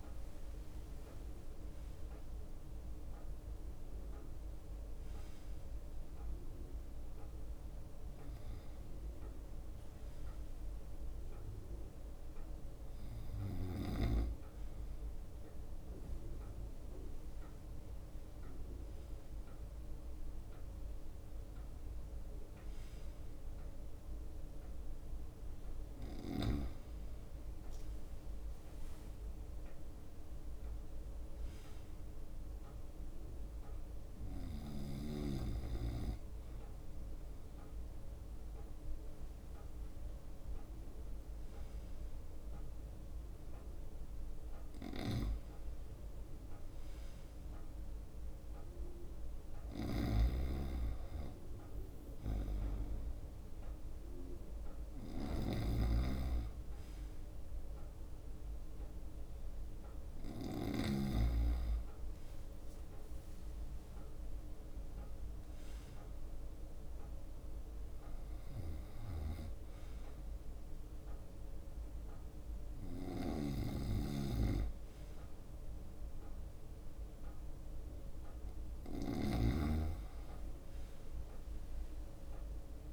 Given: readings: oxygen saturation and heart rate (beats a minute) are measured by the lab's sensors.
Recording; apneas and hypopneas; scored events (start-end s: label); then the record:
breathing in sleep by a room microphone; none
0.00-3.50 s: leg movement (device-marked)
10.50-14.00 s: leg movement (device-marked)
27.00-31.00 s: arousal
28.00-31.50 s: leg movement (device-marked)
50.00-61.50 s: snoring (device-marked)
63.00-65.00 s: leg movement (device-marked)
73.50-79.50 s: snoring (device-marked)
78.00-82.93 s: drop in pulse transit time (device-marked, heart rate 67 before, 65 extreme)
79.50-82.93 s: leg movement (device-marked)
From the record:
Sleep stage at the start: N2 (light sleep); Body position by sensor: on the right side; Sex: male